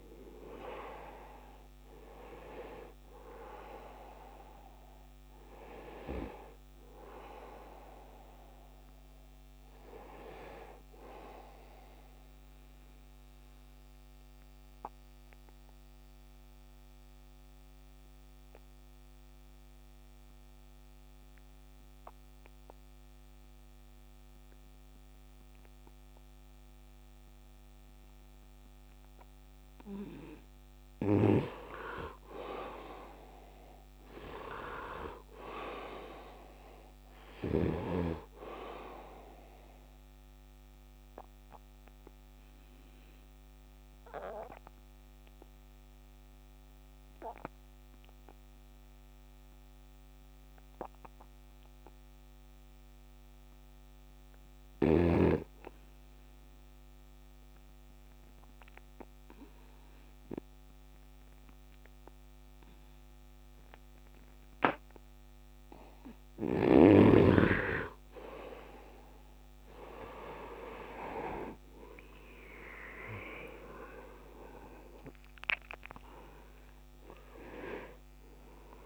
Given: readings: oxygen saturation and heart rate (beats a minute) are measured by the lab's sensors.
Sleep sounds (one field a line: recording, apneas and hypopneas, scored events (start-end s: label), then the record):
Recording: breathing in sleep by a microphone on the trachea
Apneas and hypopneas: 2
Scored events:
0.00-19.50 s: oxygen desaturation (device-marked, oxygen 81% lowest, heart rate 72 extreme)
12.50-30.00 s: obstructive apnea (oxygen 99% before, 77% lowest, heart rate 79 before, 74 extreme, up 7 after)
32.50-36.00 s: arousal
33.50-51.50 s: oxygen desaturation (device-marked, oxygen 99% before, 87% lowest, heart rate 76 before, 75 extreme)
41.00-67.00 s: obstructive apnea (oxygen 99% before, 77% lowest, heart rate 78 before, 75 extreme, up 12 after)
64.50-78.86 s: oxygen desaturation (device-marked, oxygen 98% before, 77% lowest, heart rate 77 before, 71 extreme)
68.50-72.00 s: arousal
From the record:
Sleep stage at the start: N2 (light sleep)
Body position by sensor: on the right side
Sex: male